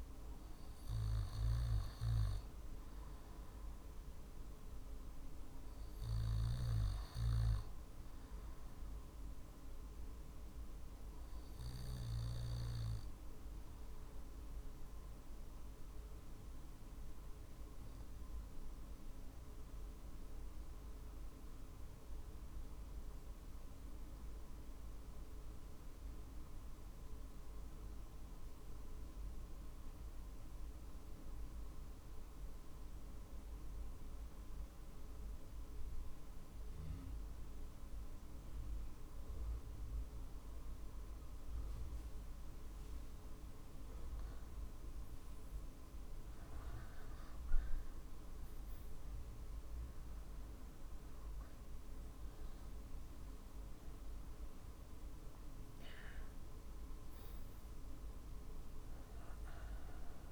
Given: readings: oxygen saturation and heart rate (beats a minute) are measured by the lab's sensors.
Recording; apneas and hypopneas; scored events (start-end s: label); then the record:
breathing in sleep, hard to hear, by a room microphone; 1
7.00-10.50 s: arousal
13.00-42.50 s: obstructive apnea (oxygen 98% before, 88% lowest, heart rate 48 before, 47 extreme, up 5 after)
44.50-48.00 s: arousal
48.00-60.32 s: drop in pulse transit time (device-marked, heart rate 48 before, 48 extreme)
From the record:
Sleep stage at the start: N2 (light sleep); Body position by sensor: on the back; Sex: male